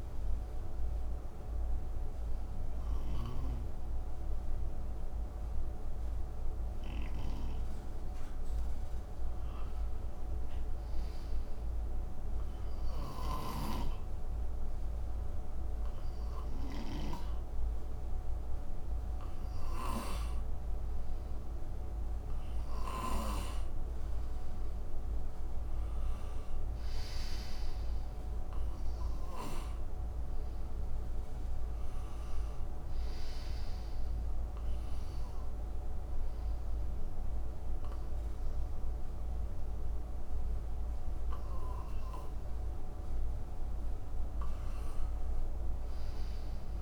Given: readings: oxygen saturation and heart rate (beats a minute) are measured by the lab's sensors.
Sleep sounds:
breathing in sleep by a room microphone; 1
1.00-12.50 s: hypopnea (oxygen 93% before, 91% lowest, heart rate 71 before, 63 extreme, up 2 after)
12.50-20.00 s: snoring (device-marked)
14.00-17.50 s: arousal
19.50-39.50 s: oxygen desaturation (device-marked, oxygen 95% before, 91% lowest, heart rate 64 before, 68 extreme)
45.00-46.82 s: arousal
From the record:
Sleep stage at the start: N2 (light sleep); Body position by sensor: on the right side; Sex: male

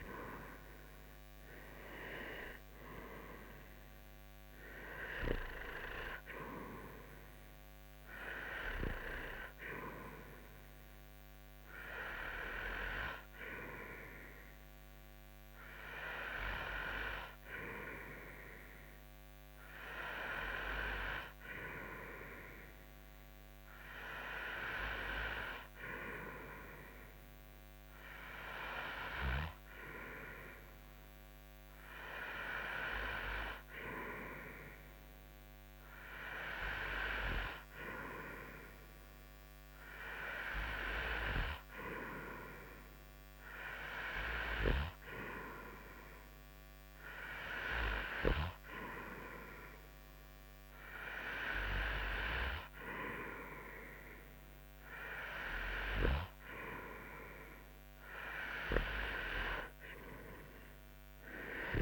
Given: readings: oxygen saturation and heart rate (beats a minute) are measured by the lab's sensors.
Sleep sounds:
breathing in sleep by a microphone on the trachea; none
7.50-18.50 s: oxygen desaturation (device-marked, oxygen 94% before, 91% lowest, heart rate 74 before, 65 extreme)
From the record:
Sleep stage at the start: N2 (light sleep); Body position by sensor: on the front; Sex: male

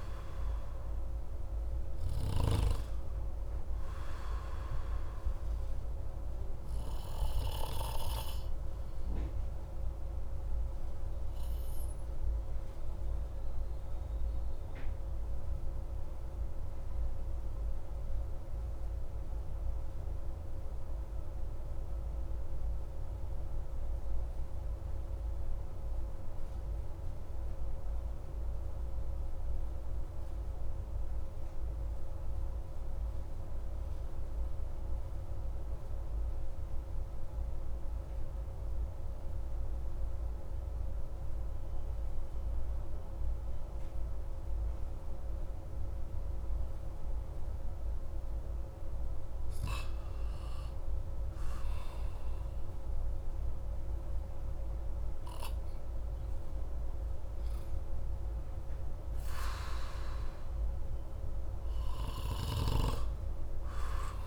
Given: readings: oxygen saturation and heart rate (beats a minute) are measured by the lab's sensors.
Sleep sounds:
breathing in sleep, hard to hear, by a room microphone; 1
7.00-46.00 s: obstructive apnea (oxygen 97% before, 94% lowest)
48.50-52.00 s: arousal
From the record:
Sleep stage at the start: N2 (light sleep); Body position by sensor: on the back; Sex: male

